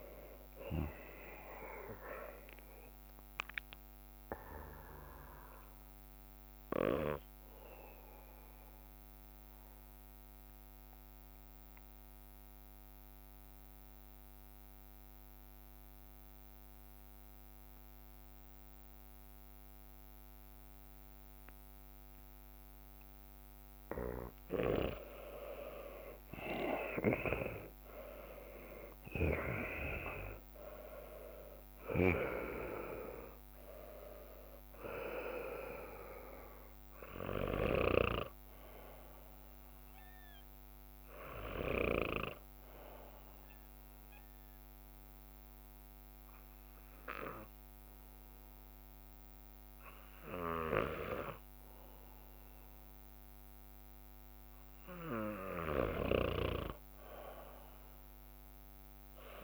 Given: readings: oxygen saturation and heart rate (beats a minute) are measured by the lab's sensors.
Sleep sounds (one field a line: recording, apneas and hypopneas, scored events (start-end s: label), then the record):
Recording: breathing in sleep by a microphone on the trachea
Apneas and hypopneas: 2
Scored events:
6.50-25.50 s: bradycardia (device-marked, heart rate 54 before, 54 extreme)
7.00-23.50 s: mixed apnea (oxygen 100% before, 94% lowest, heart rate 61 before, 54 extreme, up 11 after)
9.00-16.50 s: leg movement (device-marked)
19.00-25.50 s: leg movement (device-marked)
26.00-31.00 s: arousal
28.00-29.50 s: leg movement (device-marked)
28.50-46.50 s: oxygen desaturation (device-marked, oxygen 99% before, 94% lowest, heart rate 55 before, 57 extreme)
30.50-32.50 s: leg movement (device-marked)
36.50-42.50 s: leg movement (device-marked)
36.50-59.44 s: bradycardia (device-marked, heart rate 55 before, 57 extreme)
42.50-59.44 s: drop in pulse transit time (device-marked, heart rate 61 before, 57 extreme)
44.00-54.00 s: obstructive apnea (oxygen 99% before, 94% lowest, heart rate 61 before, 57 extreme, up 2 after)
44.50-51.00 s: leg movement (device-marked)
52.50-59.44 s: leg movement (device-marked)
From the record:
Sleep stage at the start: N2 (light sleep)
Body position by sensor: on the back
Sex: male